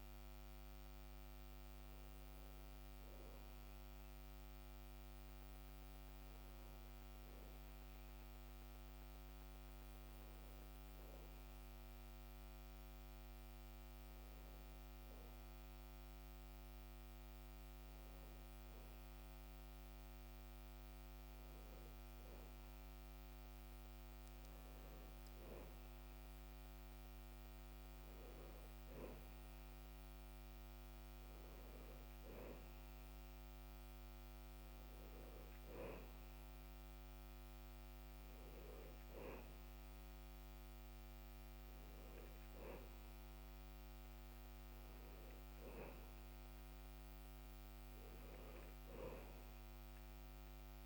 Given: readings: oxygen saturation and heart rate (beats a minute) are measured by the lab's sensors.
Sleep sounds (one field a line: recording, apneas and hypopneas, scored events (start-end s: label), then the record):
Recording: breathing in sleep, hard to hear, by a microphone on the trachea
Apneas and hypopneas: none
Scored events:
49.50-50.86 s: new sleep stage, REM sleep
From the record:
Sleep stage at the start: N2 (light sleep)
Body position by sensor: on the back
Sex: male